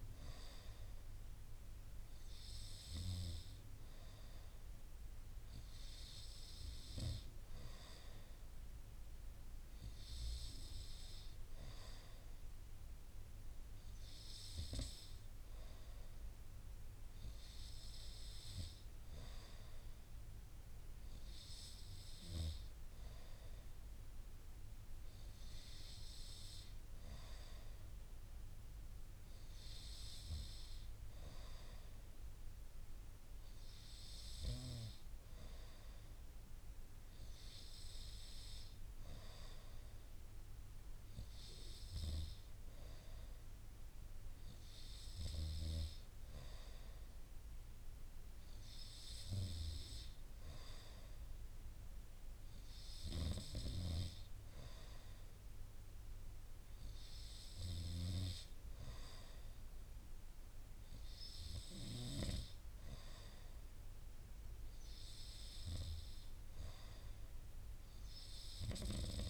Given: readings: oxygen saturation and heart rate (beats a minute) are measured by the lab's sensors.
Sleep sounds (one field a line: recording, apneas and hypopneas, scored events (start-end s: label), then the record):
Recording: breathing in sleep by a room microphone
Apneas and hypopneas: none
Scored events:
none scored
From the record:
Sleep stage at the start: N2 (light sleep)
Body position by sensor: on the right side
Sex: male